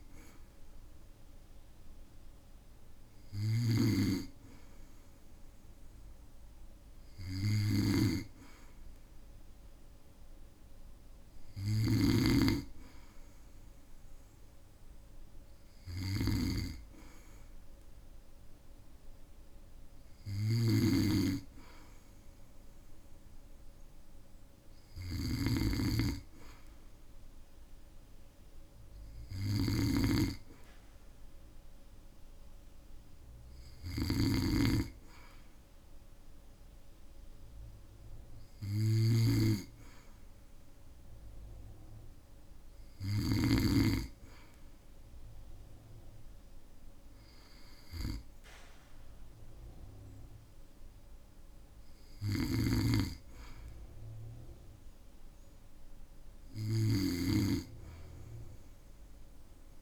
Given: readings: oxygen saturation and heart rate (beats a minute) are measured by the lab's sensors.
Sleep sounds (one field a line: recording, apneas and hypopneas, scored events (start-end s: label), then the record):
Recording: breathing in sleep by a room microphone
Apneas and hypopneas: none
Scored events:
3.00-43.50 s: snoring (device-marked)
52.00-59.82 s: snoring (device-marked)
From the record:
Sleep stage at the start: N2 (light sleep)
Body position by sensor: on the back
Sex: male